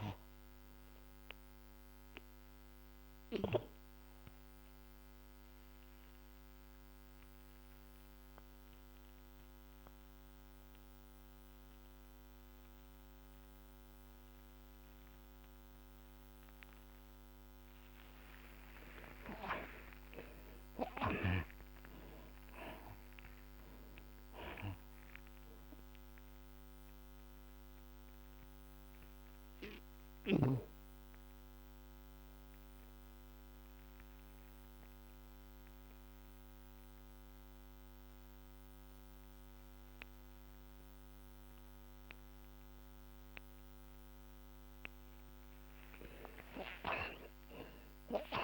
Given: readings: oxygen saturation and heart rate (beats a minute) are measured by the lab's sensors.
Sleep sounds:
breathing in sleep by a microphone on the trachea; 2
0.00-15.00 s: oxygen desaturation (device-marked, oxygen 72% lowest)
0.50-17.00 s: obstructive apnea (oxygen 96% before, 68% lowest)
19.00-24.00 s: arousal
26.50-43.50 s: obstructive apnea (oxygen 94% before, 68% lowest)
28.00-42.00 s: oxygen desaturation (device-marked, oxygen 92% before, 71% lowest, heart rate 67 before, 34 extreme)
47.00-48.44 s: arousal
From the record:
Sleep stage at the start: N2 (light sleep); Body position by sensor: on the back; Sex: male

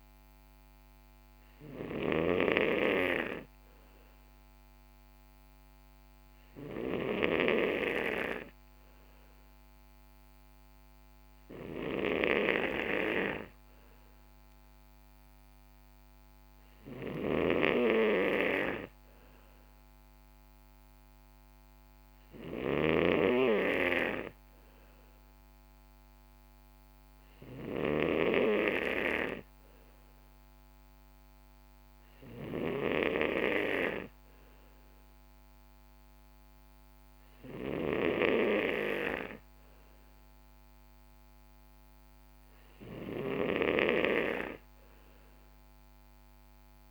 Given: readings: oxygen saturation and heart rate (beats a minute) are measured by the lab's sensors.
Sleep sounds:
breathing in sleep by a microphone on the trachea; none
none scored
From the record:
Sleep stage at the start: N3 (deep sleep); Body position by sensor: on the right side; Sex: male

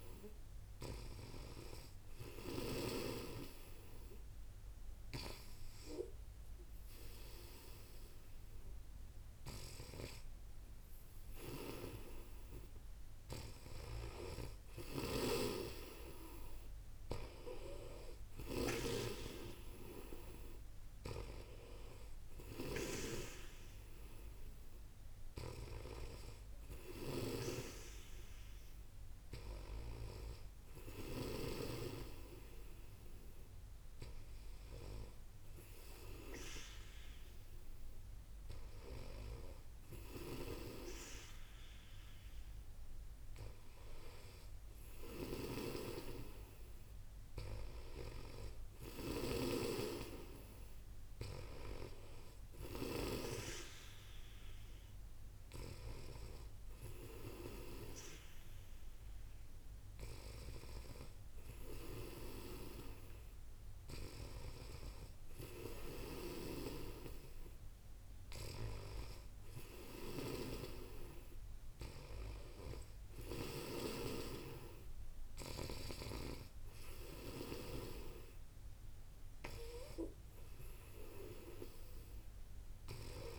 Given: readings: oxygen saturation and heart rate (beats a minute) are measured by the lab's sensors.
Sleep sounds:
breathing in sleep by a room microphone; 1
0.00-2.50 s: snoring (device-marked)
1.50-13.50 s: hypopnea (oxygen 96% before, 93% lowest, heart rate 65 before, 58 extreme, up 5 after)
13.50-18.50 s: snoring (device-marked)
16.50-20.00 s: arousal
20.50-31.50 s: snoring (device-marked)
44.50-53.00 s: snoring (device-marked)
65.50-70.00 s: snoring (device-marked)
72.00-75.50 s: snoring (device-marked)
From the record:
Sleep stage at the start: N2 (light sleep); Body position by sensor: on the back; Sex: female

